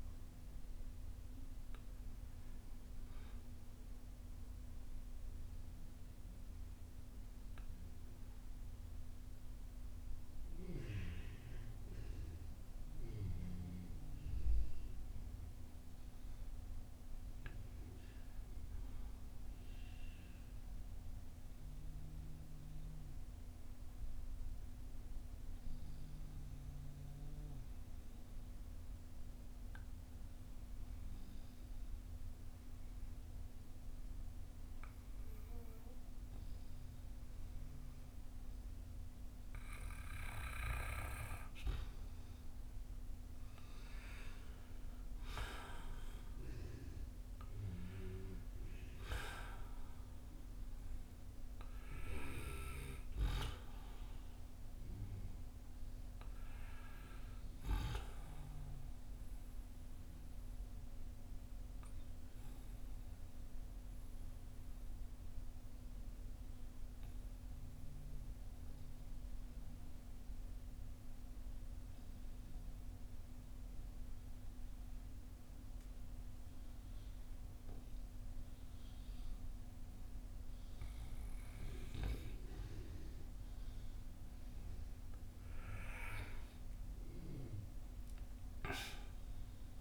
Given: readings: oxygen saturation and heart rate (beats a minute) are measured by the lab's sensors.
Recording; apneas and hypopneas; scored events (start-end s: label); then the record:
breathing in sleep by a room microphone; 2
0.00-19.00 s: oxygen desaturation (device-marked, oxygen 89% lowest, heart rate 49 extreme)
20.50-40.50 s: obstructive apnea (oxygen 95% before, 89% lowest, heart rate 54 before, 53 extreme, up 8 after)
43.00-47.50 s: arousal
43.00-77.00 s: oxygen desaturation (device-marked, oxygen 96% before, 89% lowest, heart rate 58 before, 49 extreme)
60.00-83.50 s: obstructive apnea (oxygen 96% before, 89% lowest, heart rate 60 before, 49 extreme, up 7 after)
87.50-89.81 s: arousal
From the record:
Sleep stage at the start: N2 (light sleep); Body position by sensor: on the back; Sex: male